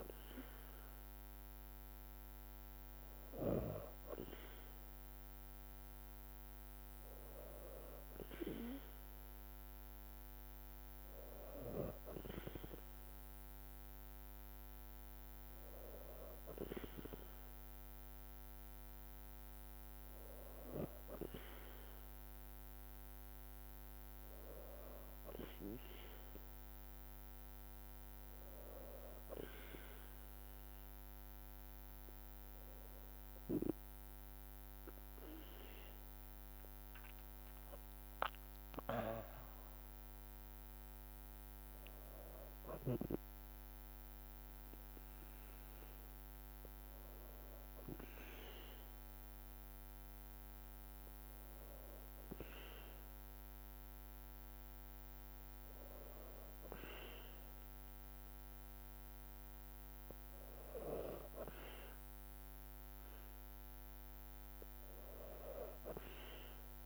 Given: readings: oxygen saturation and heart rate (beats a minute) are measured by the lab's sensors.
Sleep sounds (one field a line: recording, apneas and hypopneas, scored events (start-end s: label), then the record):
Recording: breathing in sleep by a microphone on the trachea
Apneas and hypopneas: none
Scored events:
35.00-39.50 s: arousal
37.00-48.00 s: drop in pulse transit time (device-marked, heart rate 56 before, 55 extreme)
From the record:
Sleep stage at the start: N2 (light sleep)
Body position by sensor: on the back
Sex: female